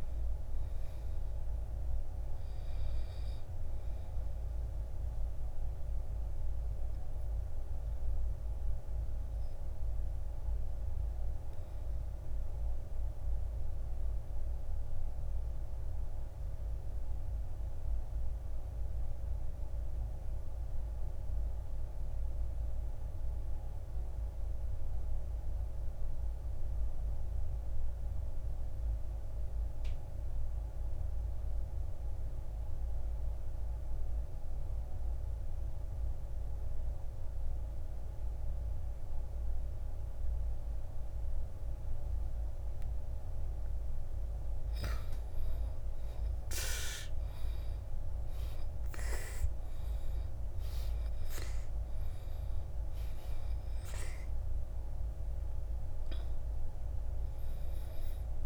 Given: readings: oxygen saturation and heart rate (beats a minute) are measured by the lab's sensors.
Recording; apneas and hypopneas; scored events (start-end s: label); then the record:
breathing in sleep, hard to hear, by a room microphone; 1
0.00-20.50 s: oxygen desaturation (device-marked, oxygen 83% lowest, heart rate 51 extreme)
7.00-43.50 s: obstructive apnea (oxygen 99% before, 76% lowest, heart rate 67 before, 51 extreme, up 10 after)
40.50-58.46 s: oxygen desaturation (device-marked, oxygen 98% before, 76% lowest, heart rate 58 before, 52 extreme)
45.00-49.00 s: arousal
From the record:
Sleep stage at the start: N2 (light sleep); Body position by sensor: on the back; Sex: male